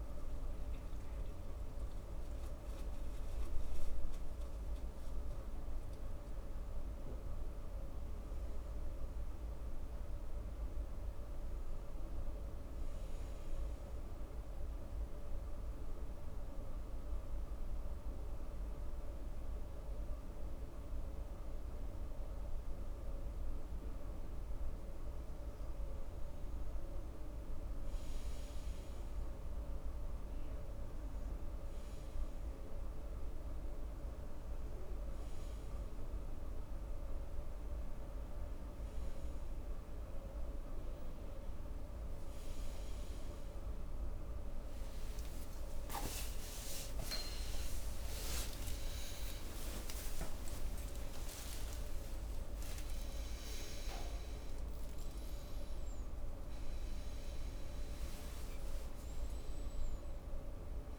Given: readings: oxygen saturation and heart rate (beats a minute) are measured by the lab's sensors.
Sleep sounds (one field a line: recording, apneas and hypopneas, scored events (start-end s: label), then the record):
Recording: breathing in sleep, hard to hear, by a room microphone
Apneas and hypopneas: 1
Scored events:
9.00-13.50 s: arousal
15.50-26.50 s: obstructive apnea (oxygen 94% before, 92% lowest, heart rate 66 before, 66 extreme, up 3 after)
28.00-31.50 s: arousal
45.50-51.00 s: arousal
59.50-60.99 s: oxygen desaturation (device-marked, oxygen 95% before, 92% lowest, heart rate 80 before, 69 extreme)
From the record:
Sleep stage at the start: N2 (light sleep)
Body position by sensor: on the front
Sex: male